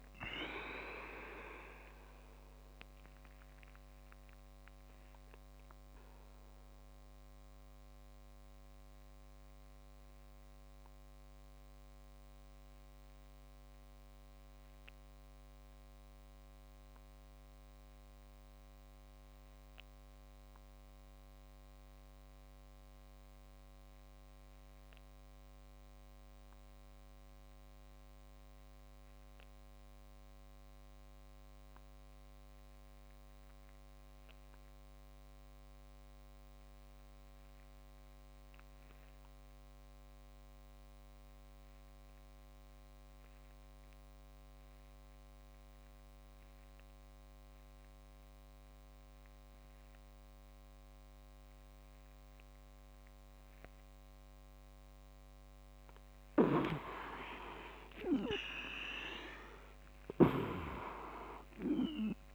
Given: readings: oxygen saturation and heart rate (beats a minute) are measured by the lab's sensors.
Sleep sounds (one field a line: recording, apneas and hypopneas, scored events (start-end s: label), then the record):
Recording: breathing in sleep by a microphone on the trachea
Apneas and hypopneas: 1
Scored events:
0.00-12.50 s: oxygen desaturation (device-marked, oxygen 91% lowest)
5.00-54.00 s: obstructive apnea (oxygen 97% before, 80% lowest)
18.50-34.50 s: oxygen desaturation (device-marked, oxygen 93% before, 88% lowest)
48.00-55.00 s: leg movement (device-marked)
51.50-62.35 s: oxygen desaturation (device-marked, oxygen 98% before, 81% lowest)
56.00-60.00 s: snoring (device-marked)
56.50-61.50 s: arousal
From the record:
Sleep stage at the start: N2 (light sleep)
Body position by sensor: on the back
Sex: male